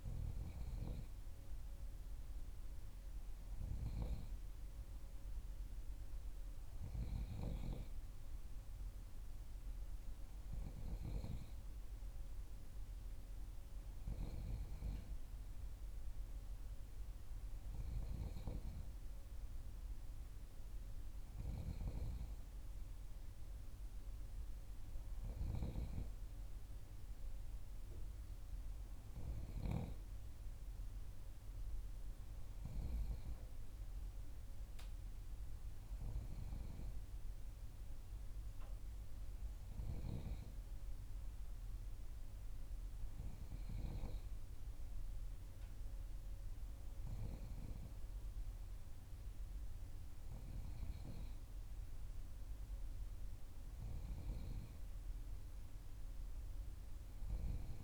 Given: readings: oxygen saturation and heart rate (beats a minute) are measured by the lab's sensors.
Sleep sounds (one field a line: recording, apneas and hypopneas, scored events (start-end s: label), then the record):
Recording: breathing in sleep by a room microphone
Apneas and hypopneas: none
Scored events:
none scored
From the record:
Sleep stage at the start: N3 (deep sleep)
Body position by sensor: on the back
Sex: female